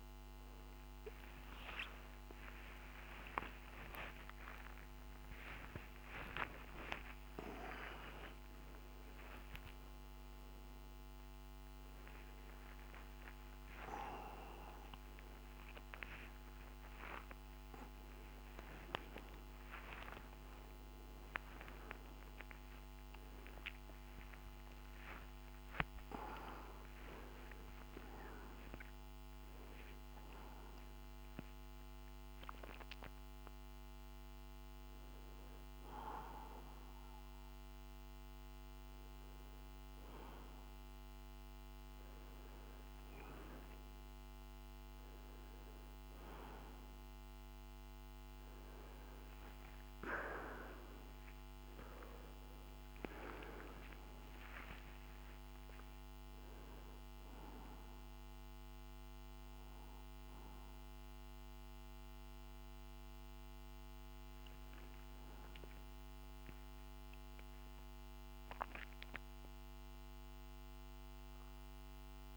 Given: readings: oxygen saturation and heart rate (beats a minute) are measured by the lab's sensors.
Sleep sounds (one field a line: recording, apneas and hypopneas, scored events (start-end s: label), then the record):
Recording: a person awake in a sleep study, by a microphone on the trachea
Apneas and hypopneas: none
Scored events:
0.00-7.50 s: oxygen desaturation (device-marked, oxygen 93% lowest, heart rate 38 extreme)
From the record:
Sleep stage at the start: awake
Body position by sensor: on the right side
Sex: male